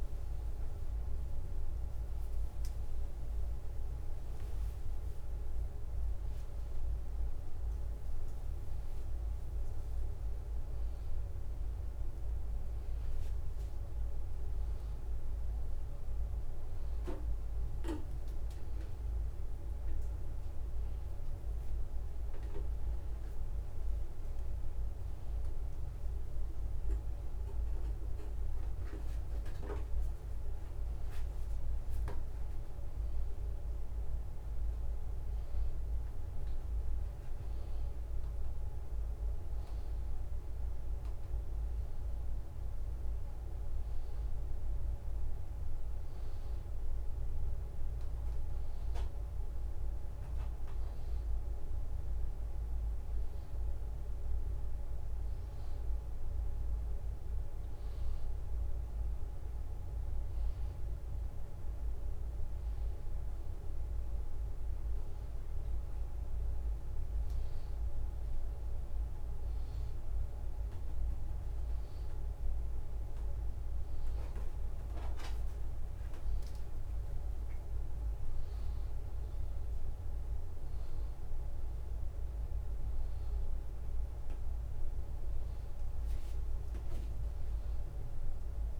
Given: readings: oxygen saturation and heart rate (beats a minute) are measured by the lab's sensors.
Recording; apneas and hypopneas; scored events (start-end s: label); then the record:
a person awake in a sleep study, hard to hear, by a room microphone; none
0.00-12.50 s: drop in pulse transit time (device-marked, heart rate 90 extreme)
2.50-4.50 s: long interval between heartbeats (device-marked, heart rate 89 before, 100 extreme)
2.50-12.50 s: tachycardia (device-marked, heart rate 84 before, 159 extreme)
6.00-8.00 s: long interval between heartbeats (device-marked, heart rate 91 before, 108 extreme)
8.00-10.00 s: long interval between heartbeats (device-marked, heart rate 93 before, 146 extreme)
25.50-27.50 s: long interval between heartbeats (device-marked, heart rate 113 before, 99 extreme)
36.50-57.50 s: drop in pulse transit time (device-marked, heart rate 94 before, 91 extreme)
46.50-52.50 s: tachycardia (device-marked, heart rate 86 before, 101 extreme)
50.00-52.00 s: long interval between heartbeats (device-marked, heart rate 92 before, 101 extreme)
From the record:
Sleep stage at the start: awake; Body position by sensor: upright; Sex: male